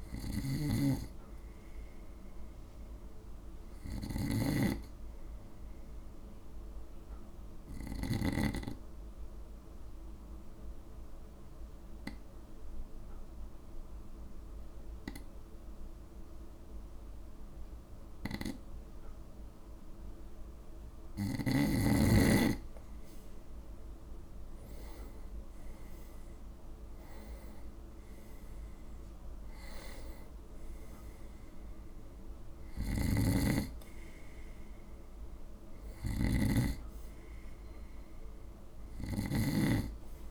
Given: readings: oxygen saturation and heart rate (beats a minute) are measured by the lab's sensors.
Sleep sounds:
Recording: breathing in sleep by a room microphone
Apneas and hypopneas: 1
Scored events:
0.00-3.50 s: oxygen desaturation (device-marked, oxygen 90% lowest, heart rate 54 extreme)
0.00-8.00 s: snoring (device-marked)
3.50-6.50 s: arousal
8.50-21.50 s: obstructive apnea (oxygen 96% before, 94% lowest, heart rate 55 before, 54 extreme, up 6 after)
24.50-28.50 s: arousal
32.50-40.31 s: snoring (device-marked)
From the record:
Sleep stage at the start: N2 (light sleep)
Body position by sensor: on the right side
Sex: male

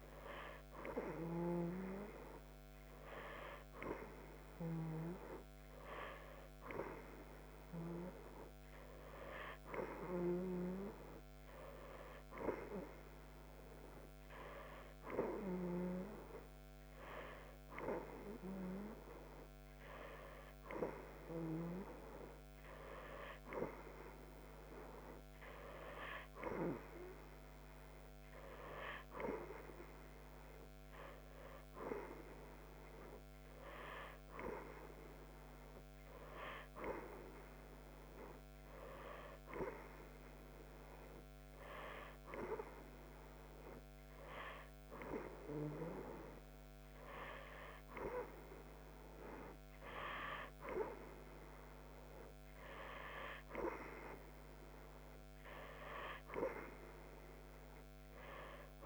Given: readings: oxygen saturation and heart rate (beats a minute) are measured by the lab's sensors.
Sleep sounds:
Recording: breathing in sleep by a microphone on the trachea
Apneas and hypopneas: none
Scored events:
none scored
From the record:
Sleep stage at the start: N2 (light sleep)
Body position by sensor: on the right side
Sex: female

